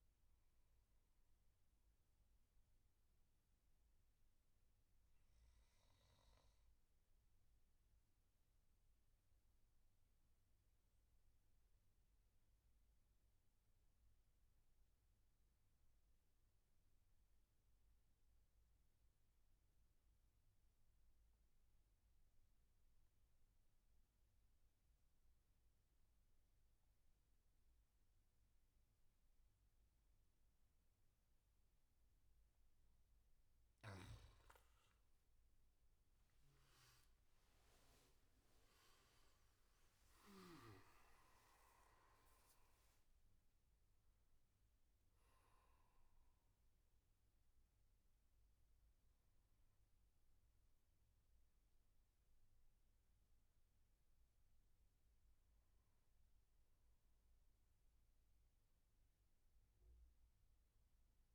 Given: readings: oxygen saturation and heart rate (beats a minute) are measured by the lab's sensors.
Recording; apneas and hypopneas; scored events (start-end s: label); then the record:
breathing in sleep, hard to hear, by a room microphone; 1
1.50-32.50 s: mixed apnea (oxygen 96% before, 90% lowest, heart rate 79 before, 71 extreme, up 14 after)
25.00-54.00 s: oxygen desaturation (device-marked, oxygen 99% before, 90% lowest, heart rate 73 before, 70 extreme)
35.00-40.00 s: arousal
From the record:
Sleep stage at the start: N2 (light sleep); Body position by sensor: on the back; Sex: male